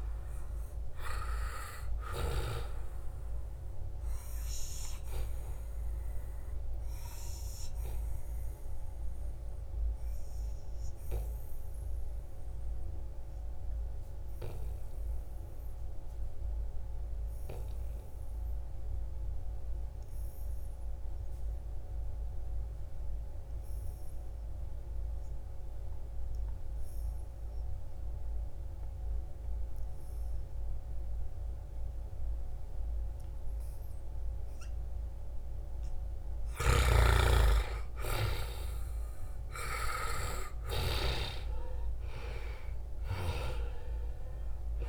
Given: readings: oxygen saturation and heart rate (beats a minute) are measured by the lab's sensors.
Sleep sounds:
breathing in sleep by a room microphone; 1
0.00-19.50 s: oxygen desaturation (device-marked, oxygen 92% lowest, heart rate 68 extreme)
5.50-35.50 s: obstructive apnea (oxygen 96% before, 88% lowest, heart rate 74 before, 68 extreme, up 8 after)
28.50-44.89 s: oxygen desaturation (device-marked, oxygen 97% before, 88% lowest, heart rate 74 before, 68 extreme)
36.00-40.50 s: snoring (device-marked)
37.00-42.00 s: arousal
From the record:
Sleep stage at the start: N2 (light sleep); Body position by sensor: on the right side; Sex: male

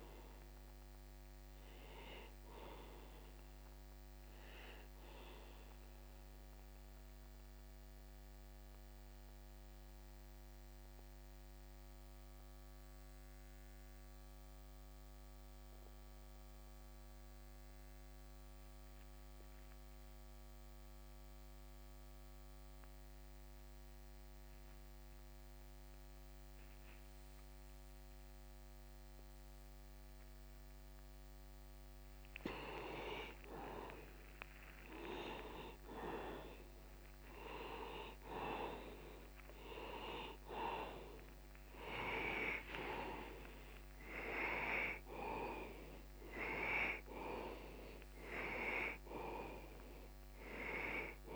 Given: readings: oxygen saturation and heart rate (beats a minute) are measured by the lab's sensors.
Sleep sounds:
breathing in sleep by a microphone on the trachea; 1
0.00-16.50 s: oxygen desaturation (device-marked, oxygen 82% lowest, heart rate 61 extreme)
6.00-33.00 s: mixed apnea (oxygen 95% before, 83% lowest, heart rate 79 before, 61 extreme, up 0 after)
36.00-41.50 s: arousal
36.50-51.36 s: oxygen desaturation (device-marked, oxygen 97% before, 83% lowest, heart rate 61 before, 61 extreme)
From the record:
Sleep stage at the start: N2 (light sleep); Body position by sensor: on the back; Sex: male

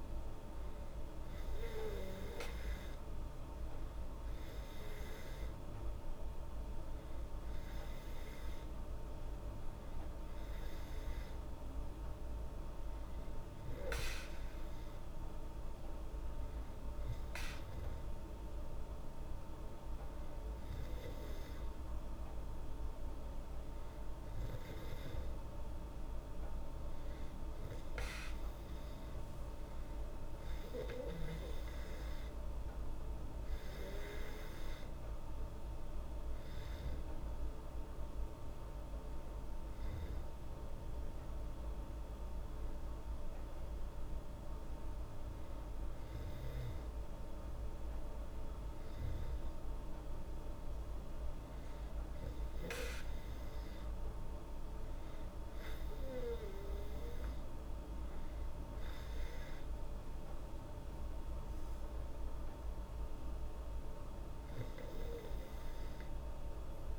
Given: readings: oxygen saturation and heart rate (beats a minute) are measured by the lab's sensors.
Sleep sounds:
breathing in sleep, hard to hear, by a room microphone; none
none scored
From the record:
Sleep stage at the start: N2 (light sleep); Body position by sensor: on the back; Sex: female

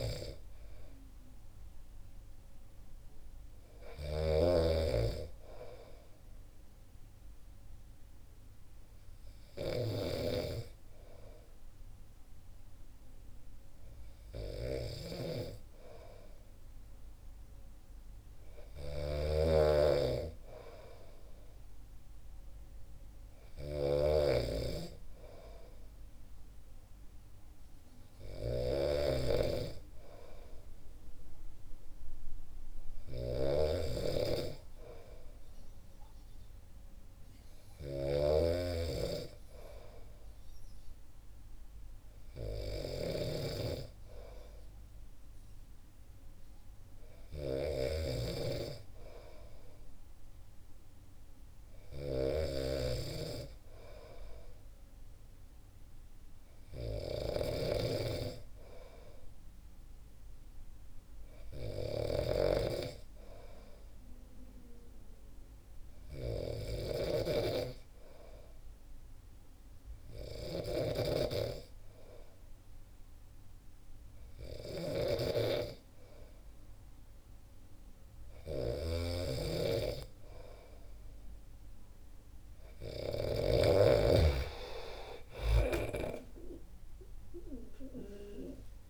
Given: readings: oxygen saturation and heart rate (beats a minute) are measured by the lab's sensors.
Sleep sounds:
breathing in sleep by a room microphone; none
0.00-83.50 s: snoring (device-marked)
From the record:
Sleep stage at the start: N2 (light sleep); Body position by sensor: on the back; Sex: male

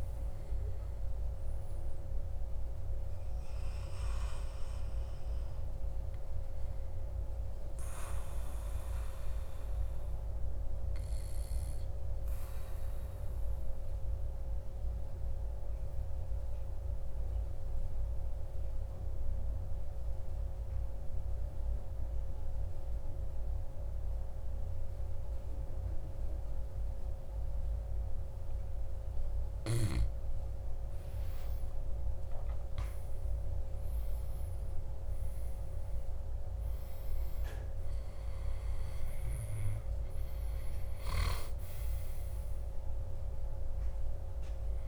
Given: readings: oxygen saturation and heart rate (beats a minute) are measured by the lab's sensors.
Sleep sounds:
breathing in sleep, hard to hear, by a room microphone; 1
9.50-30.00 s: obstructive apnea (oxygen 98% before, 95% lowest, heart rate 57 before, 54 extreme, up 9 after)
31.50-36.00 s: arousal
From the record:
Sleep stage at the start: N2 (light sleep); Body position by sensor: on the back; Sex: male

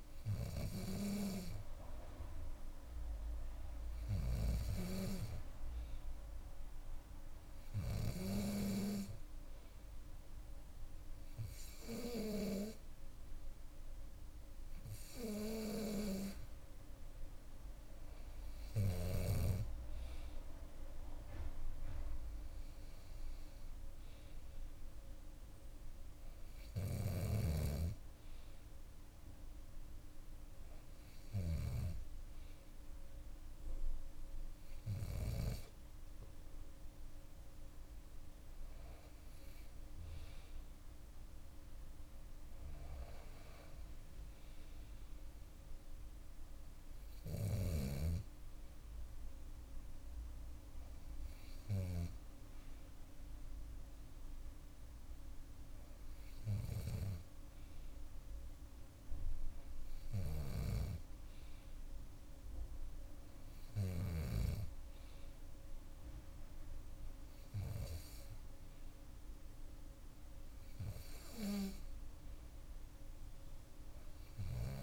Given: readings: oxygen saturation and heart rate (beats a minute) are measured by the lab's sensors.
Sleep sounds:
breathing in sleep by a room microphone; none
none scored
From the record:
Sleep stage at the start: N2 (light sleep); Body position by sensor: on the back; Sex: female

